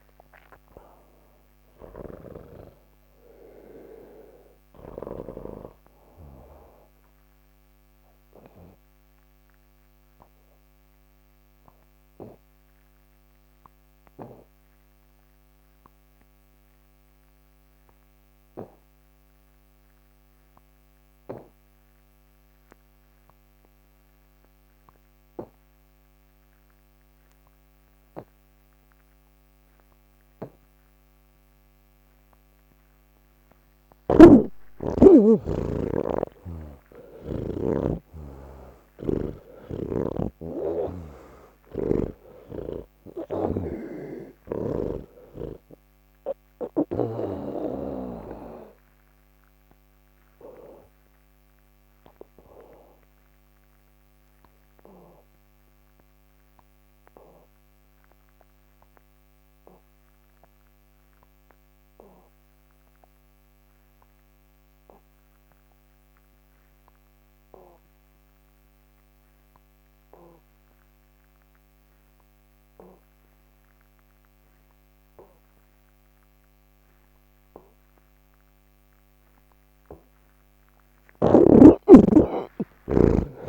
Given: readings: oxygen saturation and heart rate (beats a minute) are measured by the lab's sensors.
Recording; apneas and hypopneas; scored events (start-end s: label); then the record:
breathing in sleep by a microphone on the trachea; 2
0.00-5.00 s: oxygen desaturation (device-marked, oxygen 81% lowest, heart rate 110 extreme)
8.00-30.50 s: obstructive apnea (oxygen 98% before, 81% lowest, heart rate 131 before, 114 extreme, up 57 after)
26.00-63.00 s: oxygen desaturation (device-marked, oxygen 98% before, 81% lowest, heart rate 149 before, 48 extreme)
34.00-37.50 s: snoring (device-marked)
36.00-83.49 s: new sleep stage, N3 (deep sleep)
39.50-45.00 s: snoring (device-marked)
50.00-78.50 s: obstructive apnea (oxygen 98% before, 77% lowest, heart rate 148 before, 48 extreme)
74.00-83.49 s: oxygen desaturation (device-marked, oxygen 98% before, 88% lowest, heart rate 108 before, 58 extreme)
From the record:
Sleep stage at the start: N2 (light sleep); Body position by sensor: on the back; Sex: male